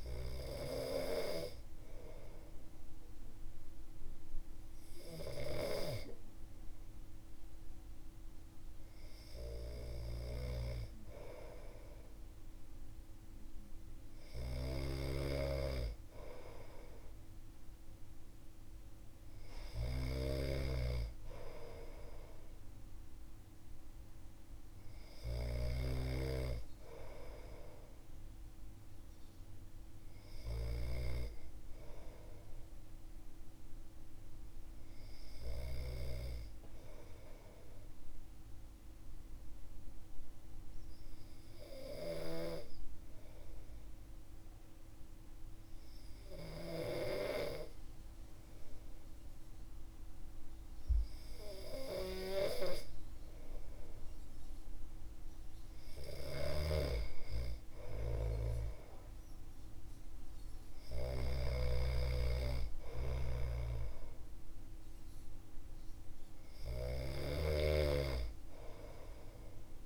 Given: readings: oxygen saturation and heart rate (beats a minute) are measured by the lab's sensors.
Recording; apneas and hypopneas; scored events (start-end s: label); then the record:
breathing in sleep by a room microphone; 1
9.50-30.50 s: snoring (device-marked)
38.00-53.00 s: obstructive apnea (oxygen 97% before, 95% lowest, heart rate 58 before, 56 extreme, up 1 after)
55.50-66.50 s: snoring (device-marked)
56.00-59.00 s: arousal
From the record:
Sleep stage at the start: N2 (light sleep); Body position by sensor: on the back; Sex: male